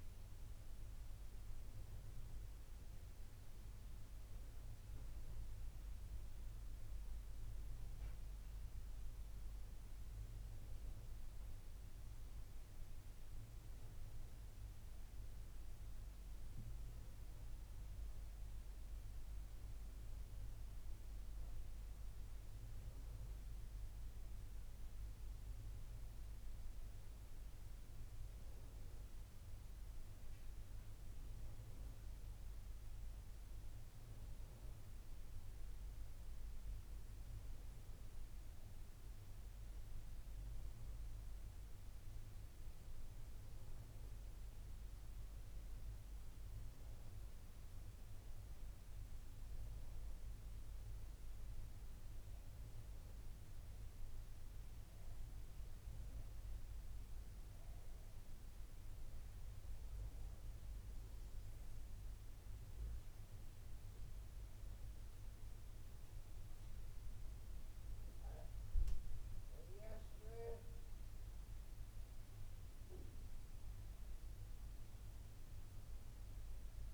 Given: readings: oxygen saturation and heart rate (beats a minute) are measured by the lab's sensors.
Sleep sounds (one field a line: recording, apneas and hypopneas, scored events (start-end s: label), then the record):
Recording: breathing in sleep, hard to hear, by a room microphone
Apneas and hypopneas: none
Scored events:
none scored
From the record:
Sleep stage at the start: N2 (light sleep)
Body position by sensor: on the back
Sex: female